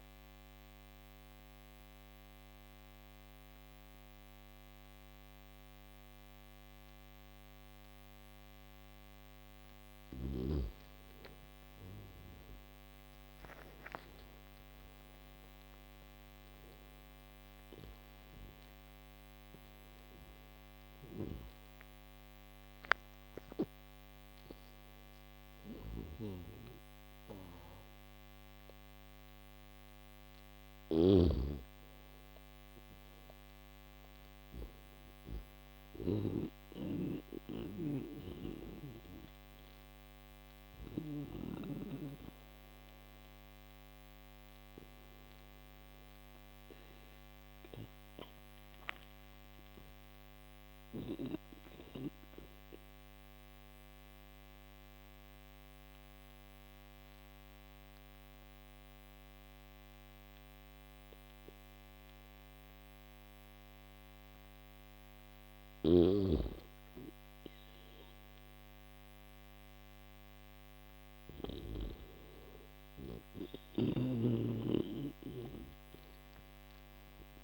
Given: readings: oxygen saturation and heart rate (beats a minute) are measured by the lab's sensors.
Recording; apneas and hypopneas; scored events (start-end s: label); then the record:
breathing in sleep by a microphone on the trachea; none
5.00-77.44 s: new sleep stage, N3 (deep sleep)
11.00-30.00 s: oxygen desaturation (device-marked, oxygen 98% before, 92% lowest, heart rate 70 before, 73 extreme)
20.50-41.00 s: snoring (device-marked)
From the record:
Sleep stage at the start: N1 (lightest sleep); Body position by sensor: on the back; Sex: male